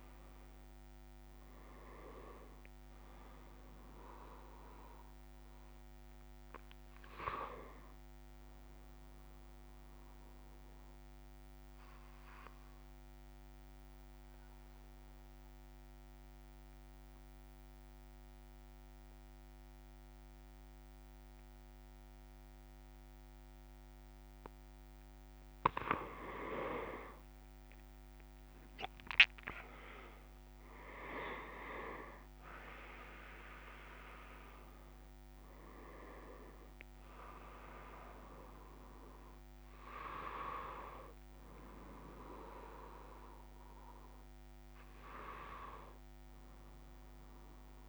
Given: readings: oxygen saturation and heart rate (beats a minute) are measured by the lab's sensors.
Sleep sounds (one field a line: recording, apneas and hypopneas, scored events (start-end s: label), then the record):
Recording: breathing in sleep by a microphone on the trachea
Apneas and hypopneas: 1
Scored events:
11.00-25.50 s: obstructive apnea (oxygen 98% before, 94% lowest)
32.00-47.89 s: oxygen desaturation (device-marked, oxygen 98% before, 94% lowest)
From the record:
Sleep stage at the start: N1 (lightest sleep)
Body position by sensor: on the back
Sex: male